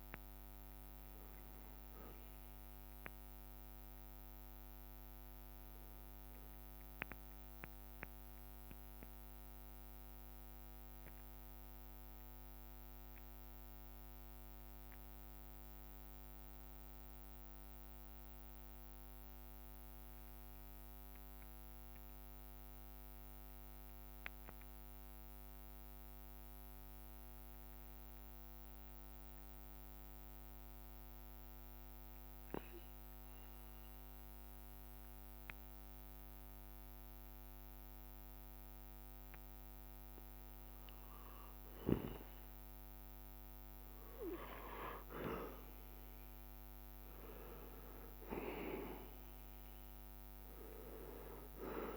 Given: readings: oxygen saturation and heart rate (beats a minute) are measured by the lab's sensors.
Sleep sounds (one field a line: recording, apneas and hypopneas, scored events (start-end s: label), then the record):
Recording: breathing in sleep by a microphone on the trachea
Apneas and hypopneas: 1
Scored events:
0.00-6.50 s: leg movement (device-marked)
0.00-13.50 s: bradycardia (device-marked)
0.00-15.50 s: oxygen desaturation (device-marked, oxygen 88% lowest)
4.00-42.50 s: obstructive apnea (oxygen 96% before, 88% lowest)
10.50-51.97 s: new sleep stage, REM sleep
37.50-51.97 s: oxygen desaturation (device-marked, oxygen 99% before, 91% lowest)
44.50-51.97 s: bradycardia (device-marked)
45.50-50.00 s: arousal
48.00-50.00 s: long interval between heartbeats (device-marked)
From the record:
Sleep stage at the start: N2 (light sleep)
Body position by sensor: on the back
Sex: male